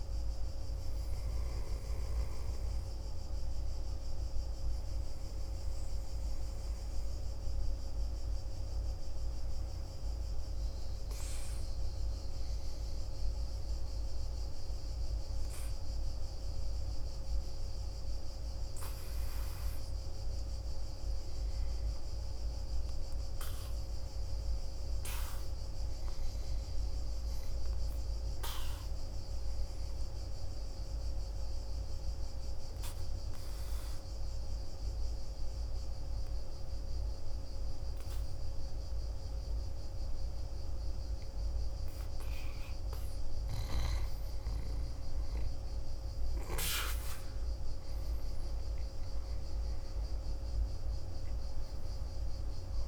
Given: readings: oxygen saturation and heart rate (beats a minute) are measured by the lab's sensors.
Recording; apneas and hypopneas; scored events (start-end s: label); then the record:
breathing in sleep, hard to hear, by a room microphone; 2
0.00-21.50 s: oxygen desaturation (device-marked, oxygen 85% lowest, heart rate 51 extreme)
7.50-19.00 s: hypopnea (oxygen 95% before, 85% lowest, heart rate 60 before, 54 extreme, up 8 after)
21.00-25.50 s: arousal
30.00-42.50 s: obstructive apnea (oxygen 98% before, 88% lowest, heart rate 57 before, 52 extreme, up 8 after)
47.50-52.87 s: oxygen desaturation (device-marked, oxygen 96% before, 88% lowest, heart rate 59 before, 52 extreme)
48.50-52.50 s: arousal
From the record:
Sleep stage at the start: N2 (light sleep); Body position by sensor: on the back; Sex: male